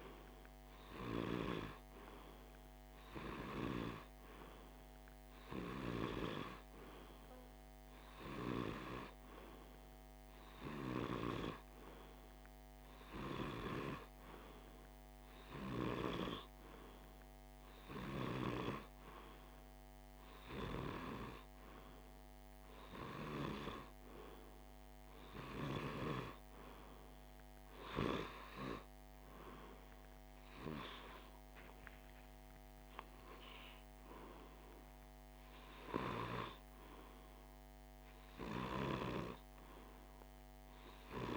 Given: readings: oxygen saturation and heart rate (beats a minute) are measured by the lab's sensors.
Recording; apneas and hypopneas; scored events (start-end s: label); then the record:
breathing in sleep by a microphone on the trachea; none
30.50-41.37 s: new sleep stage, N2 (light sleep)
31.00-35.50 s: arousal
From the record:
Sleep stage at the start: REM sleep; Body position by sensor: on the left side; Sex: male